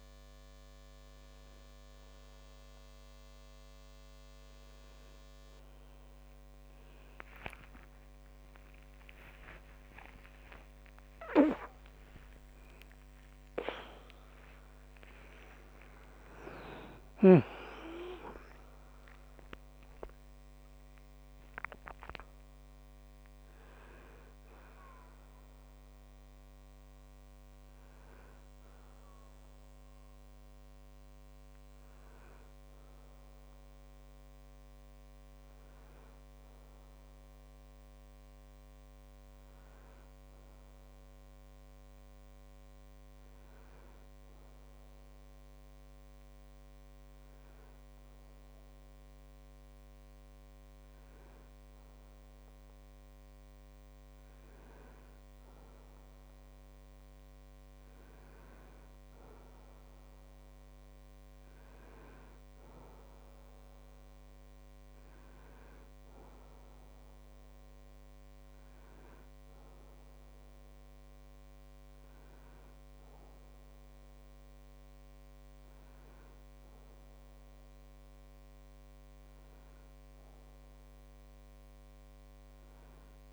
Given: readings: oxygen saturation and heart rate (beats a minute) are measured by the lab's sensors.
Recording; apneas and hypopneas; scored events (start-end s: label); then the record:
a person awake in a sleep study, by a microphone on the trachea; none
12.50-83.33 s: new sleep stage, awake
From the record:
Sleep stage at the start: N2 (light sleep); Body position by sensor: on the right side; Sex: male